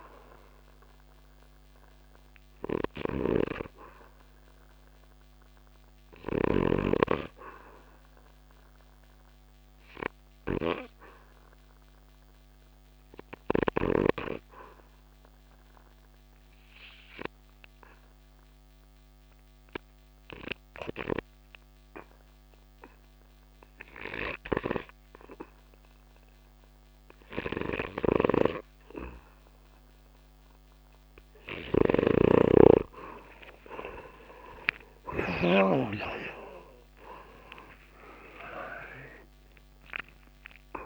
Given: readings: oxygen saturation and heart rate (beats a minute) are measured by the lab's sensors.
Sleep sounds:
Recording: breathing in sleep by a microphone on the trachea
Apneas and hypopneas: 1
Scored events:
0.00-6.00 s: snoring (device-marked)
0.00-19.50 s: oxygen desaturation (device-marked, oxygen 92% lowest)
7.50-40.86 s: new sleep stage, REM sleep
10.00-30.50 s: hypopnea (oxygen 99% before, 86% lowest)
27.00-35.00 s: snoring (device-marked)
32.50-36.00 s: arousal
34.50-40.86 s: oxygen desaturation (device-marked, oxygen 96% before, 86% lowest)
From the record:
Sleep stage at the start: N2 (light sleep)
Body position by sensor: on the back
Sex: male

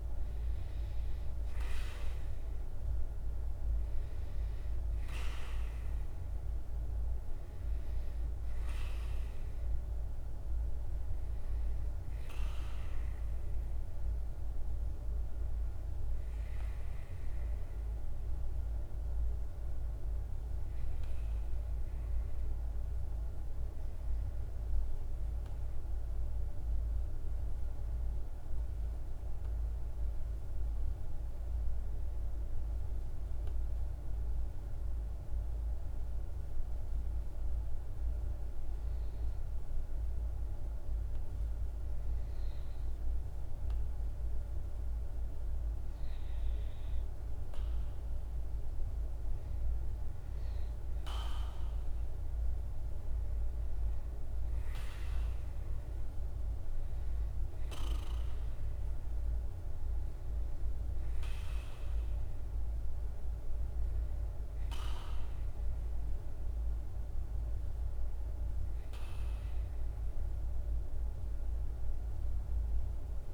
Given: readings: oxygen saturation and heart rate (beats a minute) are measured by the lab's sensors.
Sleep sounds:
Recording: breathing in sleep, hard to hear, by a room microphone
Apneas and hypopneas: 1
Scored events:
24.50-44.00 s: obstructive apnea (oxygen 99% before, 94% lowest, heart rate 54 before, 50 extreme, up 1 after)
42.50-65.50 s: oxygen desaturation (device-marked, oxygen 99% before, 94% lowest, heart rate 52 before, 48 extreme)
47.00-51.50 s: arousal
From the record:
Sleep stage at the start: REM sleep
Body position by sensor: on the back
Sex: male

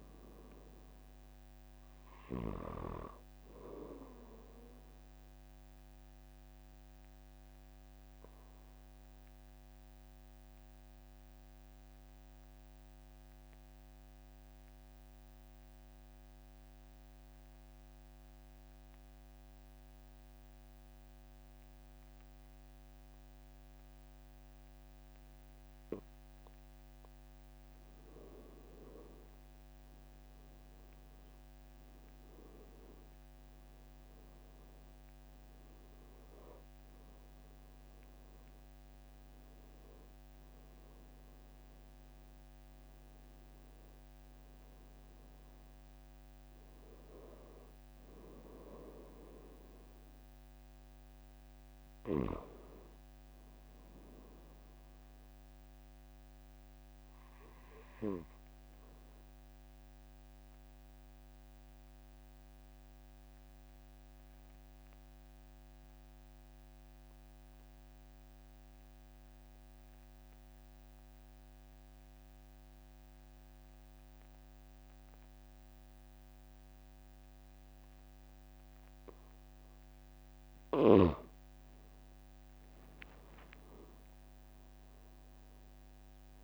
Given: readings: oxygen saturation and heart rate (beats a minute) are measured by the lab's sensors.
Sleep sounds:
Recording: breathing in sleep by a microphone on the trachea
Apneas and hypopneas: 2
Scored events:
5.50-29.00 s: obstructive apnea (oxygen 97% before, 93% lowest, heart rate 46 before, 44 extreme, up 3 after)
32.50-37.00 s: arousal
55.50-78.50 s: obstructive apnea (oxygen 96% before, 92% lowest, heart rate 46 before, 44 extreme, up 3 after)
81.50-86.00 s: arousal
83.00-86.44 s: oxygen desaturation (device-marked, oxygen 96% before, 93% lowest, heart rate 45 before, 43 extreme)
From the record:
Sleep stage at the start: REM sleep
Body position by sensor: on the back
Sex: male

